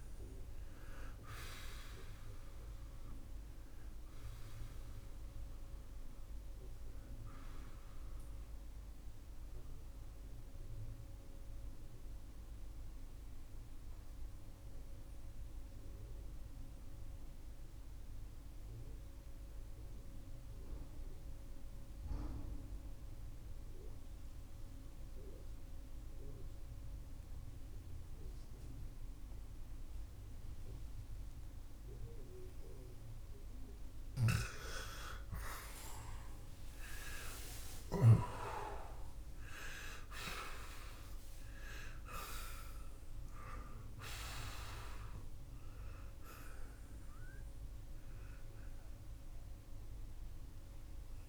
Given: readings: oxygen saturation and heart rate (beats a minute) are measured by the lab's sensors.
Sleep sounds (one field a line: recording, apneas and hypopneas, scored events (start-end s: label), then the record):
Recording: breathing in sleep by a room microphone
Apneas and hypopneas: 1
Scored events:
12.00-33.50 s: mixed apnea (oxygen 91% before, 81% lowest, heart rate 127 before, 53 extreme)
16.50-37.50 s: oxygen desaturation (device-marked, oxygen 90% before, 81% lowest, heart rate 102 before, 65 extreme)
36.00-41.50 s: arousal
From the record:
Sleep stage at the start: N2 (light sleep)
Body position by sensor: on the back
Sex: male